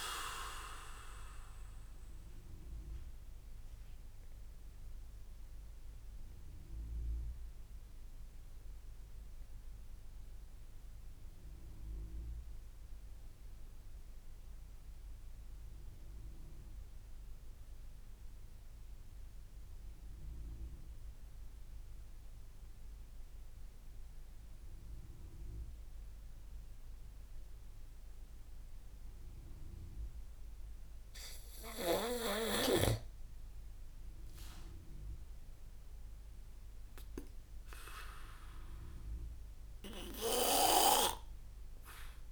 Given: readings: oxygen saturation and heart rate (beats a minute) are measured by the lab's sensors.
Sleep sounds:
breathing in sleep by a room microphone; 1
0.00-5.00 s: oxygen desaturation (device-marked, oxygen 93% lowest)
2.00-31.50 s: obstructive apnea (oxygen 98% before, 90% lowest)
7.00-21.00 s: oxygen desaturation (device-marked, oxygen 95% before, 90% lowest)
37.00-41.50 s: arousal
From the record:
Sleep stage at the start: N2 (light sleep); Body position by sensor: on the back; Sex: male

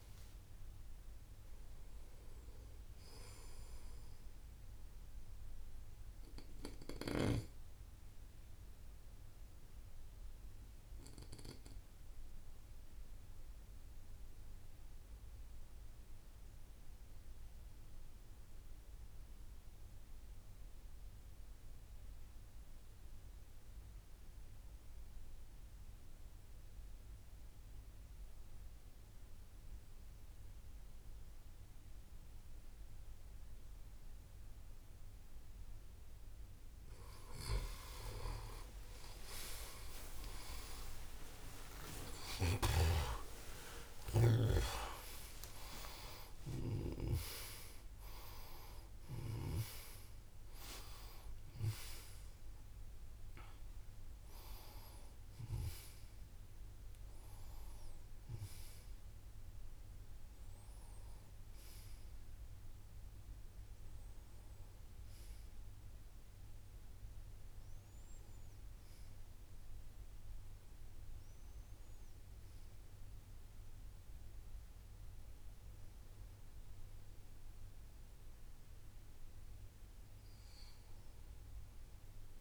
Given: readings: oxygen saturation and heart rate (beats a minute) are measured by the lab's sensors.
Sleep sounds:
a person partly awake in a sleep study, by a room microphone; 1
9.00-35.00 s: obstructive apnea (oxygen 95% before, 89% lowest, heart rate 61 before, 54 extreme, up 20 after)
27.00-49.00 s: oxygen desaturation (device-marked, oxygen 96% before, 89% lowest, heart rate 58 before, 57 extreme)
36.00-66.00 s: new sleep stage, awake
66.00-82.41 s: new sleep stage, N2 (light sleep)
From the record:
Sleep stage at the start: N2 (light sleep); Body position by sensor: on the right side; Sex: male

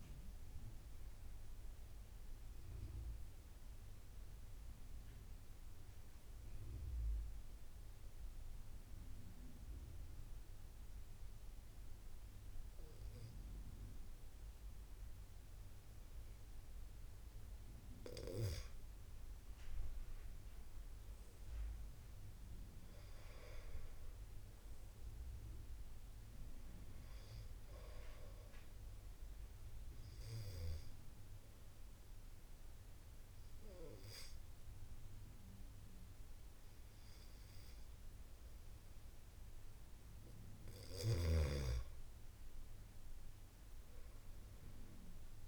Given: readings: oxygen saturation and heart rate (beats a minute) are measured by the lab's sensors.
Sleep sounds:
breathing in sleep by a room microphone; 2
0.00-4.00 s: oxygen desaturation (device-marked, oxygen 90% lowest, heart rate 74 extreme)
3.00-16.50 s: obstructive apnea (oxygen 94% before, 87% lowest, heart rate 82 before, 77 extreme, up 9 after)
19.50-22.50 s: arousal
21.00-39.00 s: oxygen desaturation (device-marked, oxygen 93% before, 87% lowest, heart rate 78 before, 77 extreme)
28.50-41.00 s: obstructive apnea (oxygen 93% before, 82% lowest, heart rate 81 before, 77 extreme, up 8 after)
44.00-45.48 s: arousal
From the record:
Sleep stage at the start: N2 (light sleep); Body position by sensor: on the back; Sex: male

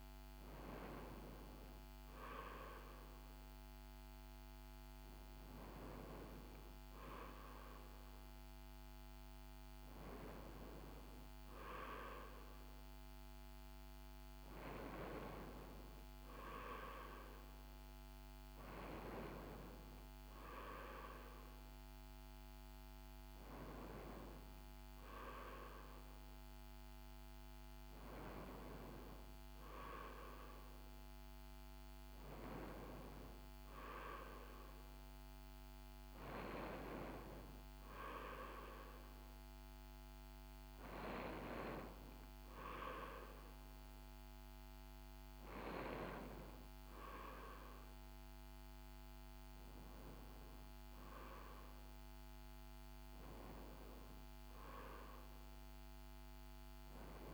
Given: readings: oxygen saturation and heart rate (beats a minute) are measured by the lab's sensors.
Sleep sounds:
breathing in sleep by a microphone on the trachea; none
none scored
From the record:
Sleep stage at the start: N2 (light sleep); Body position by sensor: on the right side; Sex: female

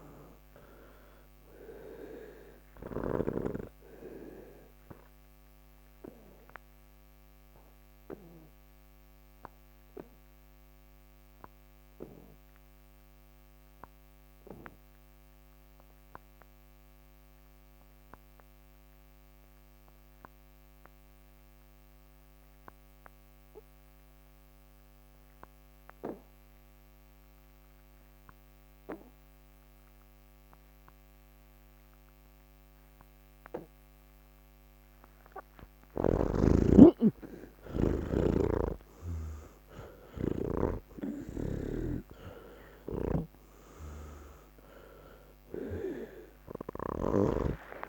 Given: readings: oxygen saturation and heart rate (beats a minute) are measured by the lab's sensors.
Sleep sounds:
breathing in sleep by a microphone on the trachea; 1
0.00-15.00 s: oxygen desaturation (device-marked, oxygen 83% lowest, heart rate 116 extreme)
6.00-34.50 s: obstructive apnea (oxygen 97% before, 78% lowest, heart rate 140 before, 116 extreme, up 42 after)
25.00-47.89 s: oxygen desaturation (device-marked, oxygen 98% before, 78% lowest, heart rate 157 before, 116 extreme)
36.00-39.50 s: snoring (device-marked)
41.50-47.89 s: snoring (device-marked)
From the record:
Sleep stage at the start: N1 (lightest sleep); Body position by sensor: on the back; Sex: male

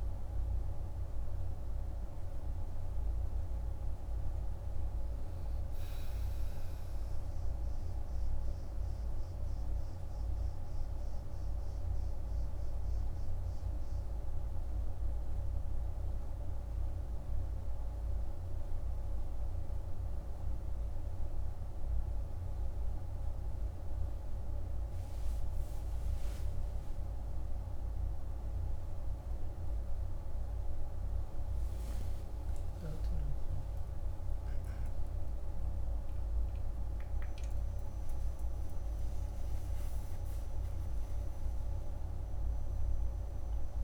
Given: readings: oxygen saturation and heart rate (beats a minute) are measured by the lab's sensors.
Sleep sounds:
breathing in sleep, hard to hear, by a room microphone; none
39.50-43.84 s: new sleep stage, awake
From the record:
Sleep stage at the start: N1 (lightest sleep); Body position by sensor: on the back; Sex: male

